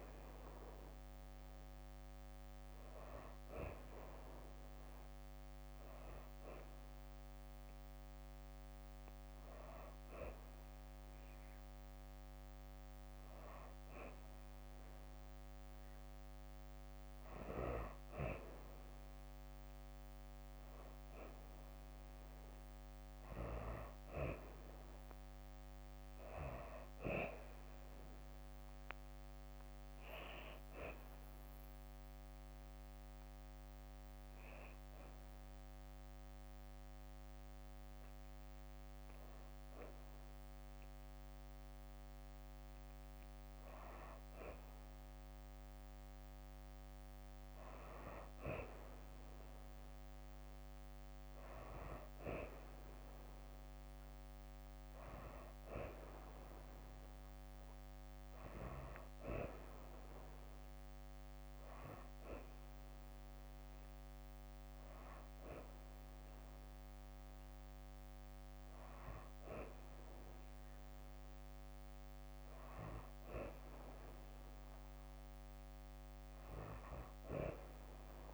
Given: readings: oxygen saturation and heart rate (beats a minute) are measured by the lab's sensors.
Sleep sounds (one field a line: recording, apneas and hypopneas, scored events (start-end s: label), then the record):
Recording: breathing in sleep by a microphone on the trachea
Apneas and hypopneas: none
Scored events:
0.00-5.50 s: oxygen desaturation (device-marked, oxygen 92% lowest, heart rate 65 extreme)
23.50-35.50 s: drop in pulse transit time (device-marked, heart rate 66 before, 65 extreme)
From the record:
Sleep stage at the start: N2 (light sleep)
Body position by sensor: on the back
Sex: female